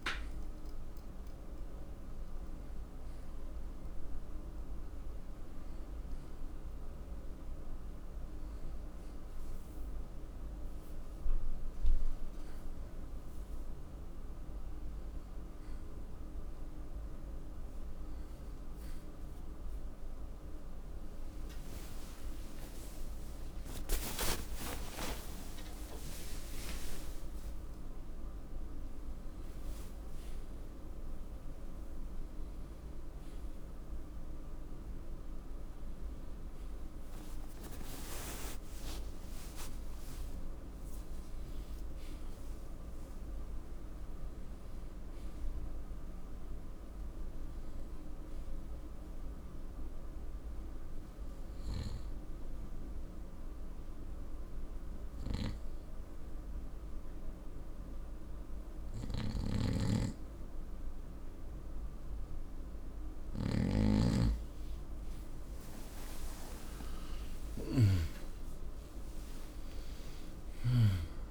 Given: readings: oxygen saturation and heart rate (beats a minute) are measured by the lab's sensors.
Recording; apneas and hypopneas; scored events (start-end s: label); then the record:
breathing in sleep by a room microphone; 2
0.00-1.00 s: arousal
4.00-19.50 s: hypopnea (oxygen 96% before, 91% lowest, heart rate 89 before, 72 extreme, up 49 after)
22.00-26.50 s: arousal
50.00-62.00 s: hypopnea (oxygen 95% before, 91% lowest, heart rate 87 before, 70 extreme, up 38 after)
From the record:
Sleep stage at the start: N2 (light sleep); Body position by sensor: on the right side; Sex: male